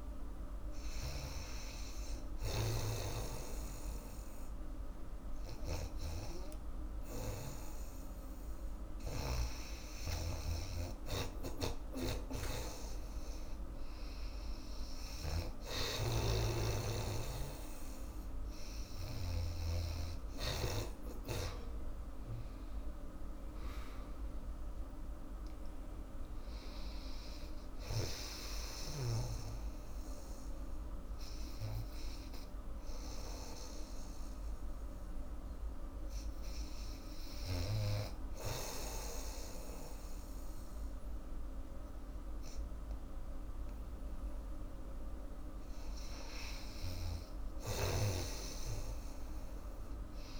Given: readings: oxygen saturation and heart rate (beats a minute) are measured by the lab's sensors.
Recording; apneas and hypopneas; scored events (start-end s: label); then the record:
breathing in sleep by a room microphone; 1
0.00-9.50 s: snoring (device-marked)
9.50-15.50 s: oxygen desaturation (device-marked, oxygen 96% before, 91% lowest, heart rate 77 before, 79 extreme)
11.50-19.50 s: snoring (device-marked)
22.00-26.50 s: arousal
32.00-45.50 s: hypopnea (oxygen 96% before, 90% lowest, heart rate 90 before, 80 extreme, up 8 after)
47.00-50.40 s: arousal
47.50-50.40 s: oxygen desaturation (device-marked, oxygen 98% before, 90% lowest, heart rate 85 before, 78 extreme)
47.50-50.40 s: snoring (device-marked)
From the record:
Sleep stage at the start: N2 (light sleep); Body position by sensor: on the back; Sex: female